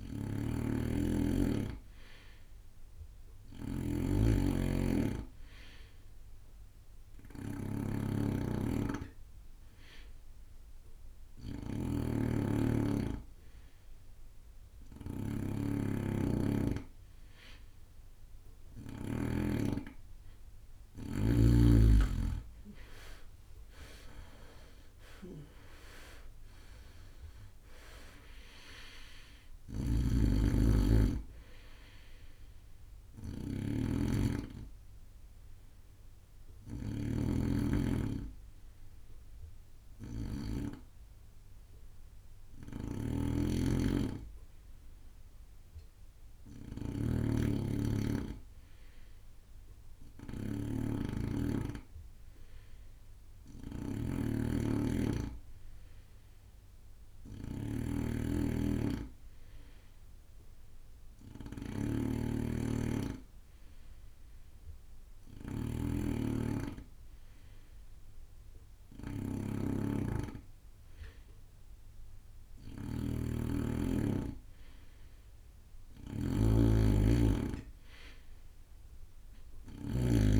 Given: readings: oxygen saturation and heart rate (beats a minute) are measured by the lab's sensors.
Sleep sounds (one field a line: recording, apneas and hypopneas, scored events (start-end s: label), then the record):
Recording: breathing in sleep by a room microphone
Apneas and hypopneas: 1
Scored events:
0.00-1.50 s: oxygen desaturation (device-marked, oxygen 95% lowest)
0.00-19.50 s: snoring (device-marked)
4.50-12.50 s: bradycardia (device-marked)
21.50-30.50 s: bradycardia (device-marked)
23.50-27.00 s: arousal
30.00-41.00 s: snoring (device-marked)
31.50-48.50 s: bradycardia (device-marked)
43.00-80.40 s: snoring (device-marked)
54.00-57.00 s: arousal
61.00-74.50 s: hypopnea (oxygen 99% before, 92% lowest)
69.50-80.40 s: oxygen desaturation (device-marked, oxygen 96% before, 92% lowest)
From the record:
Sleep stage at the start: N2 (light sleep)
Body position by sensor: on the right side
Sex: male